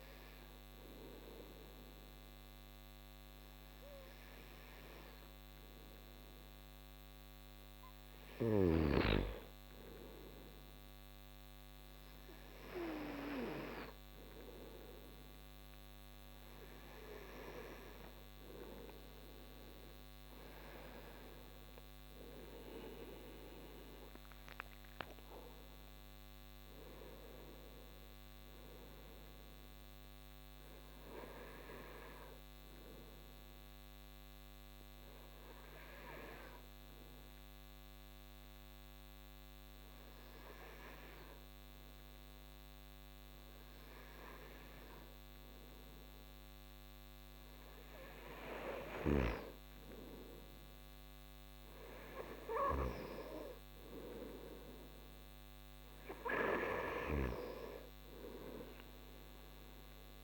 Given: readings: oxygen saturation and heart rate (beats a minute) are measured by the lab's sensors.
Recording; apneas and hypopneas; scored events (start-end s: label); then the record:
breathing in sleep by a microphone on the trachea; 1
34.50-45.50 s: hypopnea (oxygen 94% before, 93% lowest)
49.00-52.50 s: arousal
From the record:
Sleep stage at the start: N2 (light sleep); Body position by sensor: on the right side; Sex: male